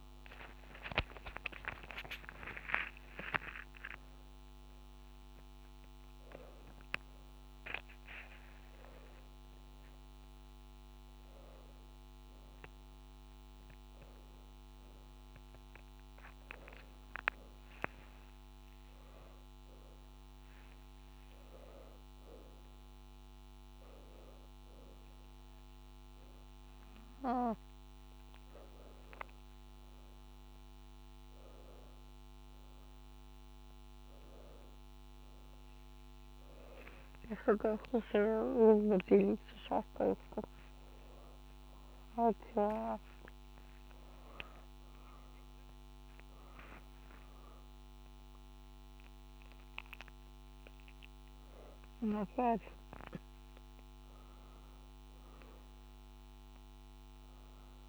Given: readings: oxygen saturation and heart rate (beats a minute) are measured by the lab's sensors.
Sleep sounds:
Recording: a person awake in a sleep study, by a microphone on the trachea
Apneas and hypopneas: none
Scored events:
none scored
From the record:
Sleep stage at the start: awake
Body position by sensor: on the back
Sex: female

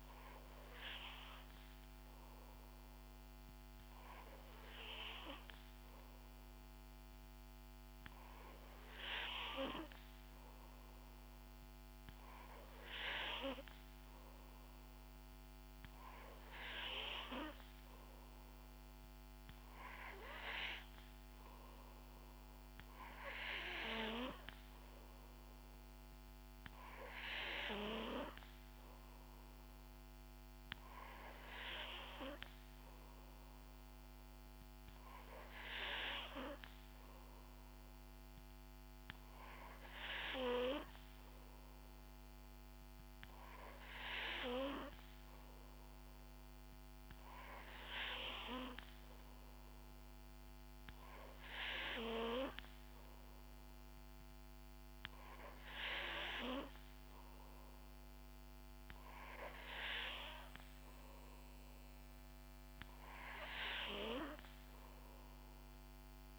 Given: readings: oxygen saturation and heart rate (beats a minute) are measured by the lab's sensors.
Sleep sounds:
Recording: breathing in sleep by a microphone on the trachea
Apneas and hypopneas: none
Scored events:
none scored
From the record:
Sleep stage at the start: N3 (deep sleep)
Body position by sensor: on the back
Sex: female

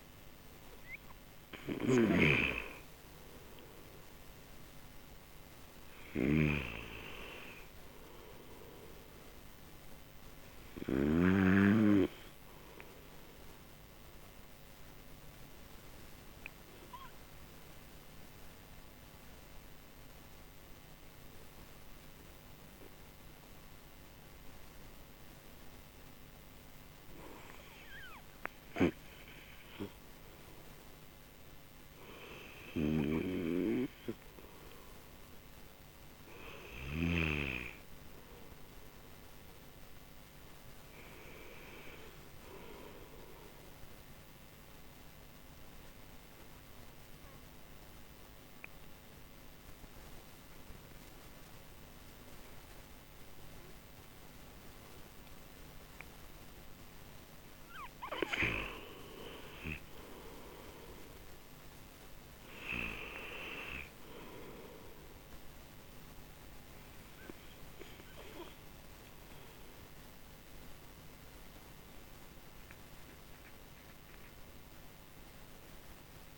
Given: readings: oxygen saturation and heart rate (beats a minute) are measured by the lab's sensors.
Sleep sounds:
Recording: breathing in sleep by a microphone on the trachea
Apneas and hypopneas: 2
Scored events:
15.00-27.00 s: hypopnea (oxygen 96% before, 94% lowest)
30.00-33.00 s: arousal
36.00-56.00 s: oxygen desaturation (device-marked, oxygen 98% before, 94% lowest)
42.00-54.50 s: hypopnea (oxygen 98% before, 90% lowest)
60.00-62.50 s: arousal
From the record:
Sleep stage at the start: N2 (light sleep)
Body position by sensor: on the right side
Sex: male

